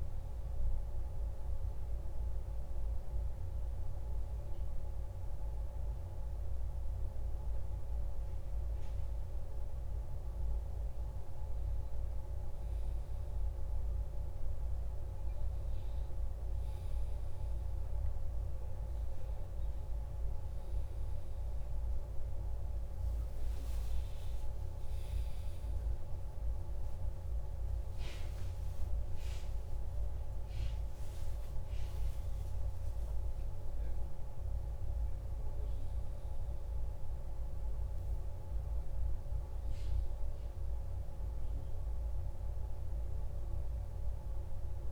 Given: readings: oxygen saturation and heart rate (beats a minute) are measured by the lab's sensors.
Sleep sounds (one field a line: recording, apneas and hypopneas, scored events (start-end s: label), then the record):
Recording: a person awake in a sleep study, hard to hear, by a room microphone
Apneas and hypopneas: none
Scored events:
none scored
From the record:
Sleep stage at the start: awake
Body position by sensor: on the back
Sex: male